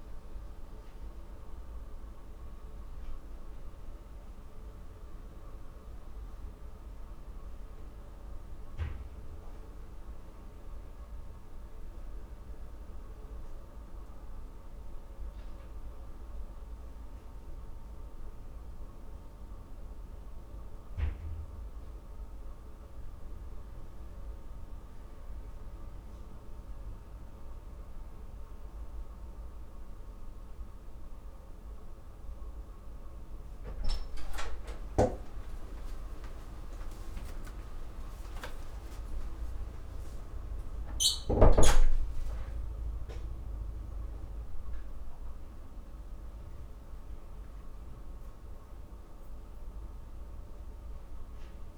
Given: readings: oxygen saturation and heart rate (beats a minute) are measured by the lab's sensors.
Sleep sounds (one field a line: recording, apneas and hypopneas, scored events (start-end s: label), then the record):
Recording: breathing in sleep by a room microphone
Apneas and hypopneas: none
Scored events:
none scored
From the record:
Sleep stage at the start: N2 (light sleep)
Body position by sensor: on the back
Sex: female